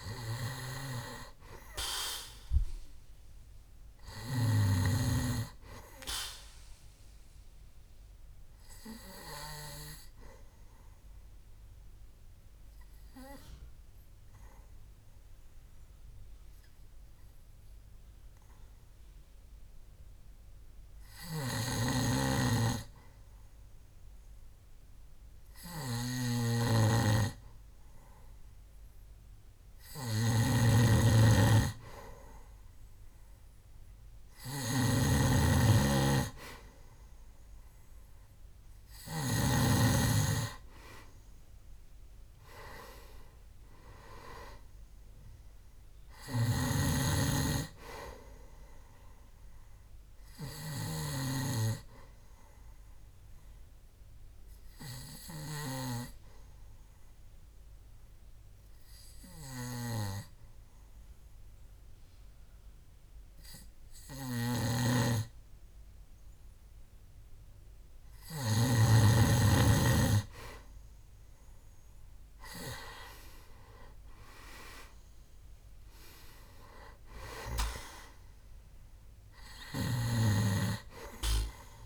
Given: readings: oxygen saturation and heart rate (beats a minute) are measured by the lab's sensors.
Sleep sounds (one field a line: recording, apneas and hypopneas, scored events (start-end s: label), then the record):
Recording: breathing in sleep by a room microphone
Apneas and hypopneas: 2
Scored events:
0.00-15.50 s: oxygen desaturation (device-marked, oxygen 91% lowest, heart rate 64 extreme)
8.00-28.50 s: obstructive apnea (oxygen 98% before, 91% lowest, heart rate 70 before, 64 extreme, up 4 after)
22.00-39.50 s: snoring (device-marked)
31.00-34.50 s: arousal
31.50-59.50 s: oxygen desaturation (device-marked, oxygen 98% before, 92% lowest, heart rate 66 before, 63 extreme)
46.50-51.50 s: snoring (device-marked)
52.00-68.50 s: obstructive apnea (oxygen 98% before, 91% lowest, heart rate 69 before, 62 extreme, up 3 after)
64.50-69.00 s: snoring (device-marked)
71.50-81.86 s: oxygen desaturation (device-marked, oxygen 97% before, 91% lowest, heart rate 66 before, 62 extreme)
73.50-78.00 s: arousal
80.00-81.86 s: snoring (device-marked)
From the record:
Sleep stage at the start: N2 (light sleep)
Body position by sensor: on the back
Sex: male